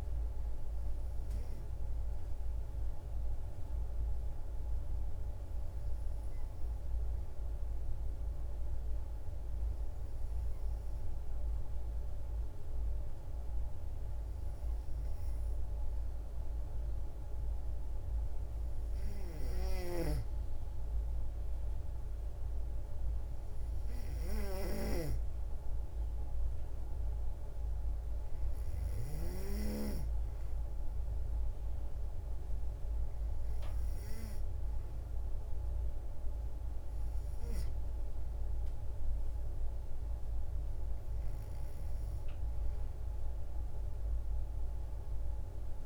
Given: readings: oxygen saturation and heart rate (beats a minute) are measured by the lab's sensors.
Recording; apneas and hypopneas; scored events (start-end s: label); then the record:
breathing in sleep by a room microphone; 1
3.50-15.50 s: hypopnea (oxygen 95% before, 91% lowest, heart rate 59 before, 56 extreme, up 2 after)
13.00-45.86 s: oxygen desaturation (device-marked, oxygen 94% before, 91% lowest, heart rate 57 before, 55 extreme)
17.00-19.50 s: arousal
19.50-29.00 s: snoring (device-marked)
From the record:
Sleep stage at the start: N2 (light sleep); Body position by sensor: on the back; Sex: female